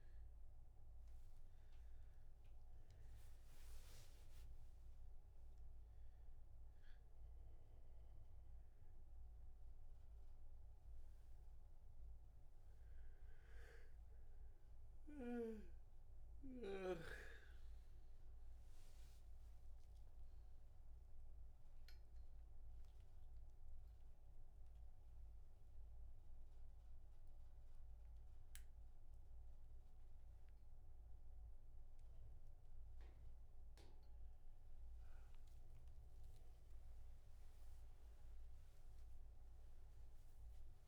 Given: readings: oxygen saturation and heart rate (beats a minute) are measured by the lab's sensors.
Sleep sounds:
a person awake in a sleep study, by a room microphone; none
0.00-21.00 s: oxygen desaturation (device-marked, oxygen 98% before, 92% lowest)
2.00-40.87 s: new sleep stage, awake
From the record:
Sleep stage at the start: N1 (lightest sleep); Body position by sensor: on the back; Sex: male

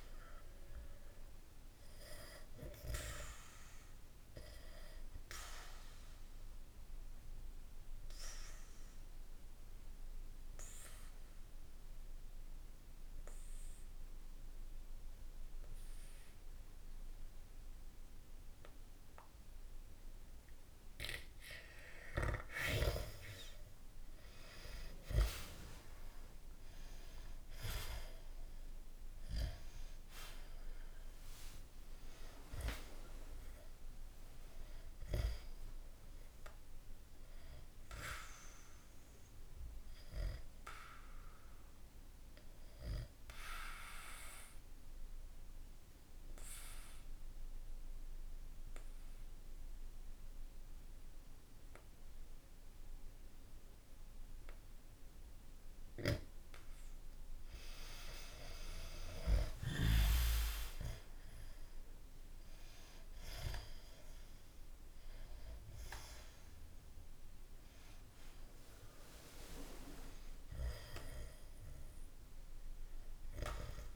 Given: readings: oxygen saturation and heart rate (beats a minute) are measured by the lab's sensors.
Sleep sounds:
breathing in sleep by a room microphone; 2
0.00-8.00 s: oxygen desaturation (device-marked, oxygen 90% lowest, heart rate 64 extreme)
4.50-21.50 s: obstructive apnea (oxygen 98% before, 90% lowest, heart rate 68 before, 64 extreme, up 0 after)
24.50-31.00 s: arousal
28.00-49.00 s: oxygen desaturation (device-marked, oxygen 99% before, 92% lowest, heart rate 66 before, 64 extreme)
40.00-55.50 s: obstructive apnea (oxygen 99% before, 92% lowest, heart rate 66 before, 64 extreme)
58.00-62.50 s: arousal
66.00-73.96 s: oxygen desaturation (device-marked, oxygen 97% before, 93% lowest, heart rate 65 before, 62 extreme)
From the record:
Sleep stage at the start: N2 (light sleep); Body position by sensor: on the back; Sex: male

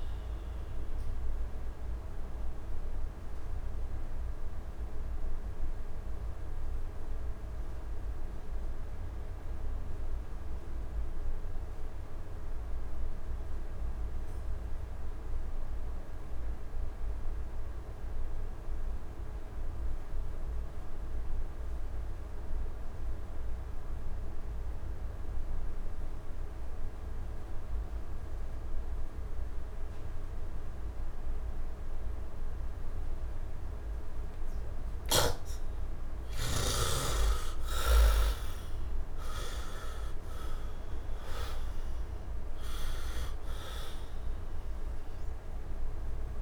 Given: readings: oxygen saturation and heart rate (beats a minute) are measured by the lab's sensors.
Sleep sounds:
breathing in sleep by a room microphone; 1
0.00-18.00 s: oxygen desaturation (device-marked, heart rate 62 extreme)
2.00-36.00 s: mixed apnea (heart rate 75 before, 62 extreme, up 17 after)
20.00-46.42 s: oxygen desaturation (device-marked, heart rate 70 before, 63 extreme)
37.50-41.50 s: arousal
From the record:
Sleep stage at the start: N2 (light sleep); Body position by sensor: on the right side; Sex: male

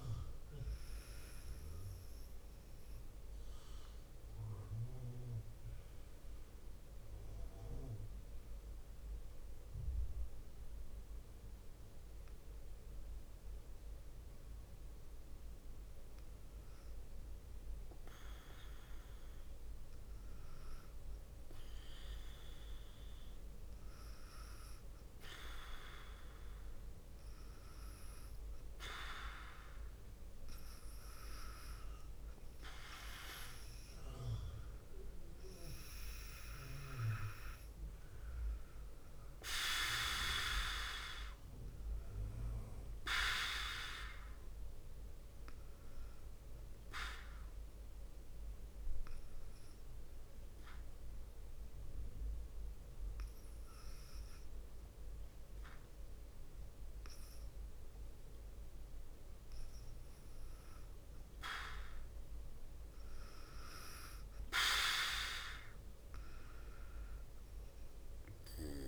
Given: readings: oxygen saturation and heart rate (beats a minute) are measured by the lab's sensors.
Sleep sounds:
breathing in sleep by a room microphone; 2
0.00-8.00 s: oxygen desaturation (device-marked, oxygen 89% lowest, heart rate 52 extreme)
4.00-16.50 s: mixed apnea (oxygen 100% before, 91% lowest, heart rate 56 before, 52 extreme, up 2 after)
19.00-22.50 s: arousal
24.00-47.00 s: oxygen desaturation (device-marked, oxygen 99% before, 94% lowest, heart rate 53 before, 50 extreme)
47.50-60.50 s: hypopnea (oxygen 99% before, 92% lowest, heart rate 55 before, 50 extreme, up 10 after)
62.00-66.00 s: arousal
From the record:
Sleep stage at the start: N2 (light sleep); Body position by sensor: on the back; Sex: female

